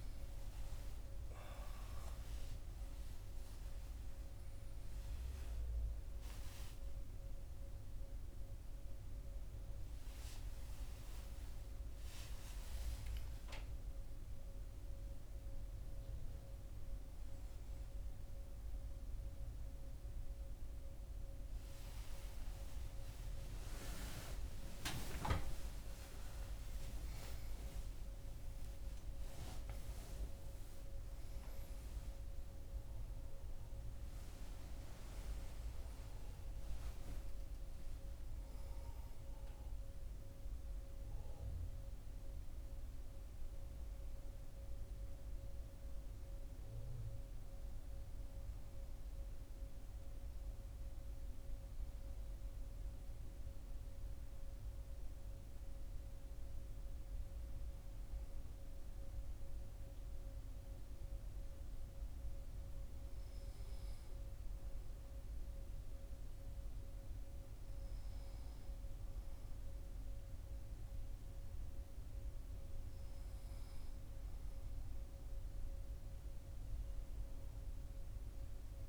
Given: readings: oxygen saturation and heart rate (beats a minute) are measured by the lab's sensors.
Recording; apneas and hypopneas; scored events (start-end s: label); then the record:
a person awake in a sleep study, hard to hear, by a room microphone; none
48.50-78.89 s: new sleep stage, N1 (lightest sleep)
From the record:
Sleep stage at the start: awake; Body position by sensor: on the back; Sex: male